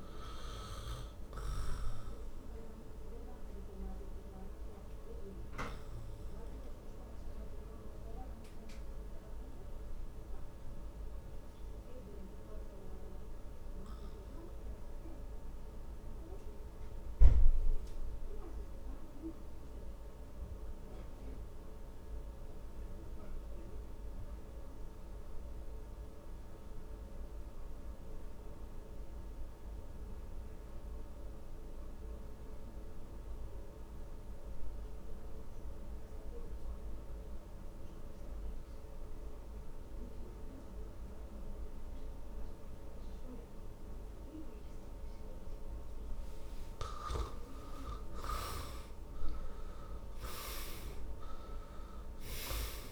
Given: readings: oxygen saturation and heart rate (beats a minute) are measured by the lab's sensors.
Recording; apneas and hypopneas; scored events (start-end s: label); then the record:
breathing in sleep by a room microphone; 1
0.00-22.00 s: oxygen desaturation (device-marked, oxygen 81% lowest, heart rate 53 extreme)
1.00-47.50 s: obstructive apnea (oxygen 97% before, 78% lowest, heart rate 63 before, 53 extreme, up 18 after)
40.00-52.92 s: oxygen desaturation (device-marked, oxygen 97% before, 78% lowest, heart rate 58 before, 54 extreme)
49.00-52.92 s: arousal
From the record:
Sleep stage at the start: N2 (light sleep); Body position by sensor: on the back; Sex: male